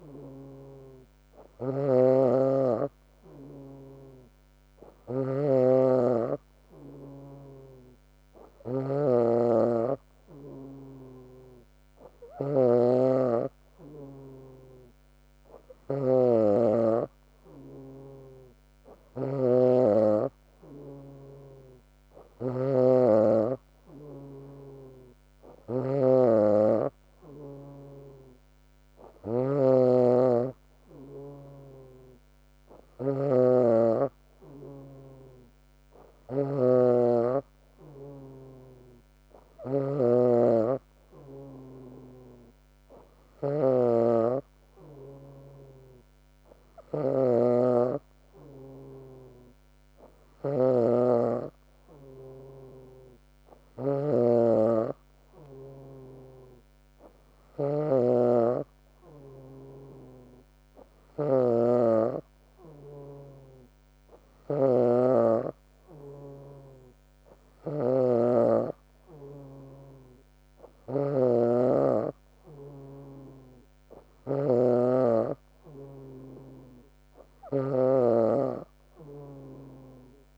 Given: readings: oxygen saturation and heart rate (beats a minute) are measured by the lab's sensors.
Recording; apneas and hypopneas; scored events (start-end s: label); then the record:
a person awake in a sleep study, by a microphone on the trachea; none
0.00-13.00 s: snoring (device-marked)
24.00-26.00 s: long interval between heartbeats (device-marked, heart rate 78 before, 81 extreme)
25.50-40.00 s: snoring (device-marked)
28.00-30.00 s: long interval between heartbeats (device-marked, heart rate 80 before, 92 extreme)
62.50-64.50 s: long interval between heartbeats (device-marked, heart rate 72 before, 78 extreme)
66.50-68.50 s: long interval between heartbeats (device-marked, heart rate 73 before, 89 extreme)
73.00-75.00 s: long interval between heartbeats (device-marked, heart rate 78 before, 81 extreme)
From the record:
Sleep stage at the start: awake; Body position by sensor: on the back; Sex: female